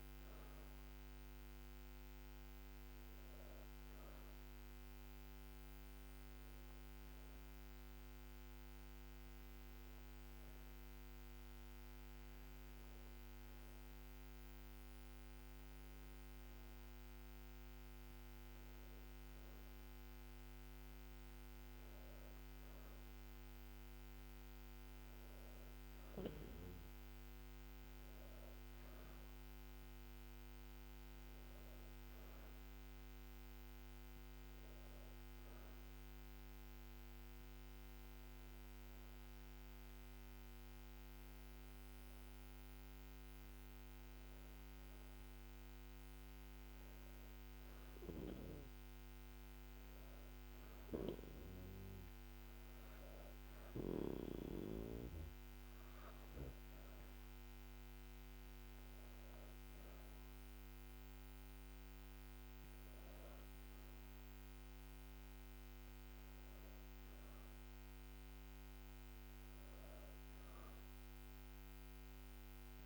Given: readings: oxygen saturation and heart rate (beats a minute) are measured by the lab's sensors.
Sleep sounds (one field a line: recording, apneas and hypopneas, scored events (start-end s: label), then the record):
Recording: breathing in sleep, hard to hear, by a microphone on the trachea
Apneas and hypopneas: none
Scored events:
none scored
From the record:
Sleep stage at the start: N2 (light sleep)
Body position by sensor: on the back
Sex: female